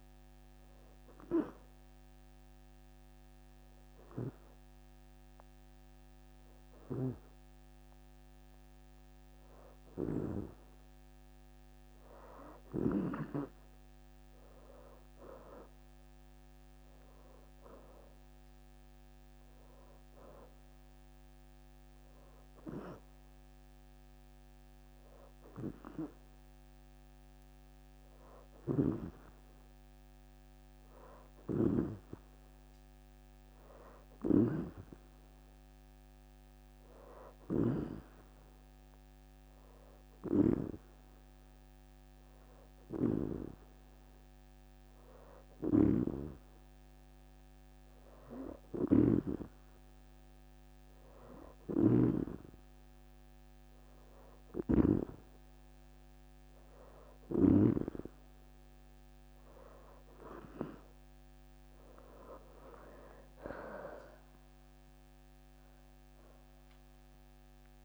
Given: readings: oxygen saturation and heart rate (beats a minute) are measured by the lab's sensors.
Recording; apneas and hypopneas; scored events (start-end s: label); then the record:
breathing in sleep by a microphone on the trachea; 2
0.00-14.00 s: oxygen desaturation (device-marked, oxygen 92% before, 89% lowest, heart rate 80 before, 75 extreme)
2.50-12.50 s: hypopnea (oxygen 92% before, 85% lowest, heart rate 81 before, 75 extreme, up 11 after)
14.00-17.50 s: arousal
16.00-36.00 s: oxygen desaturation (device-marked, oxygen 93% before, 85% lowest, heart rate 80 before, 73 extreme)
28.00-52.00 s: snoring (device-marked)
36.00-39.00 s: arousal
41.50-55.50 s: hypopnea (oxygen 94% before, 85% lowest, heart rate 79 before, 70 extreme, up 11 after)
46.00-64.00 s: oxygen desaturation (device-marked, oxygen 94% before, 87% lowest, heart rate 78 before, 70 extreme)
54.00-57.50 s: snoring (device-marked)
60.00-66.50 s: arousal
From the record:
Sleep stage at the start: N2 (light sleep); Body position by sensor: on the back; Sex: female